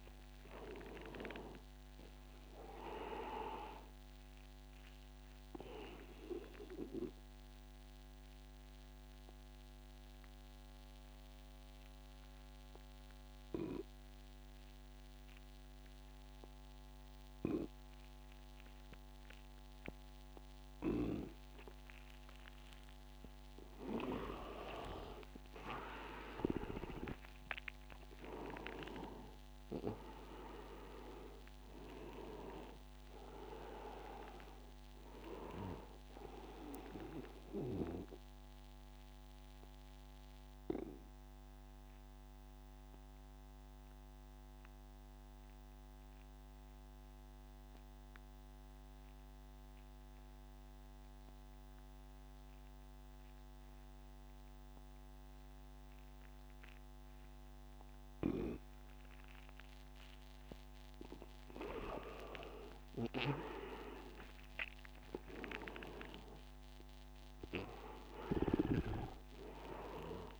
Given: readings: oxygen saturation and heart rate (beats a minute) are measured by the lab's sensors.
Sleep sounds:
breathing in sleep by a microphone on the trachea; 2
0.50-17.50 s: oxygen desaturation (device-marked, oxygen 98% before, 89% lowest, heart rate 86 before, 81 extreme)
5.00-22.00 s: obstructive apnea (oxygen 98% before, 85% lowest, heart rate 88 before, 81 extreme, up 6 after)
24.50-28.00 s: arousal
28.50-48.50 s: oxygen desaturation (device-marked, oxygen 97% before, 86% lowest, heart rate 88 before, 81 extreme)
37.50-60.50 s: obstructive apnea (oxygen 97% before, 85% lowest, heart rate 90 before, 75 extreme, up 7 after)
60.50-70.40 s: oxygen desaturation (device-marked, oxygen 99% before, 85% lowest, heart rate 85 before, 75 extreme)
62.00-66.00 s: arousal
From the record:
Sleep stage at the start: N2 (light sleep); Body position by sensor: on the right side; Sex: male

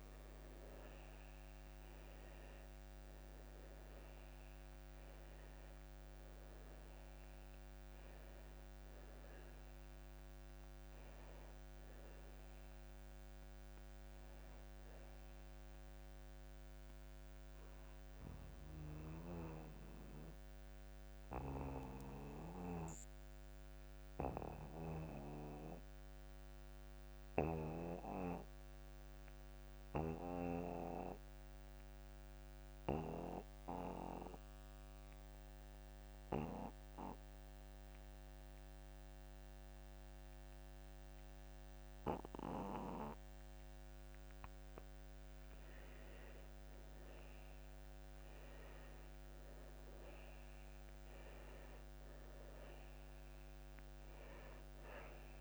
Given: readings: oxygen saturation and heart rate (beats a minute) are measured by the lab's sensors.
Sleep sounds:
breathing in sleep by a microphone on the trachea; 1
0.00-2.00 s: arousal
0.00-30.00 s: oxygen desaturation (device-marked, oxygen 75% lowest)
17.50-45.00 s: obstructive apnea (oxygen 92% before, 75% lowest)
47.00-50.50 s: arousal
47.00-55.41 s: oxygen desaturation (device-marked, oxygen 99% before, 83% lowest)
50.50-52.50 s: long interval between heartbeats (device-marked)
From the record:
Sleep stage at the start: N2 (light sleep); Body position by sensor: on the back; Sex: male

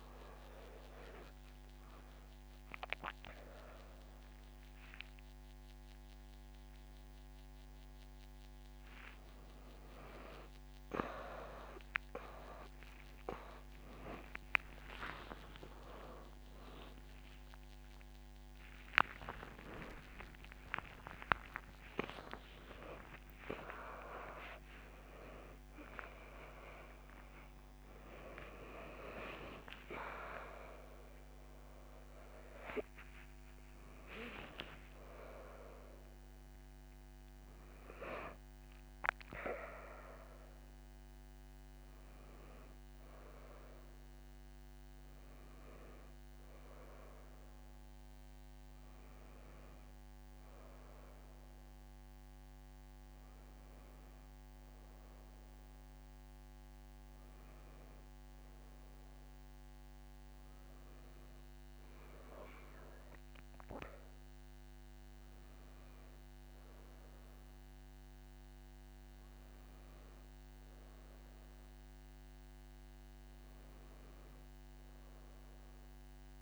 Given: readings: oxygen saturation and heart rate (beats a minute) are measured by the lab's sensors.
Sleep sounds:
a person awake in a sleep study, by a microphone on the trachea; none
none scored
From the record:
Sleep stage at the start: awake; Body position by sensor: on the back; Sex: female

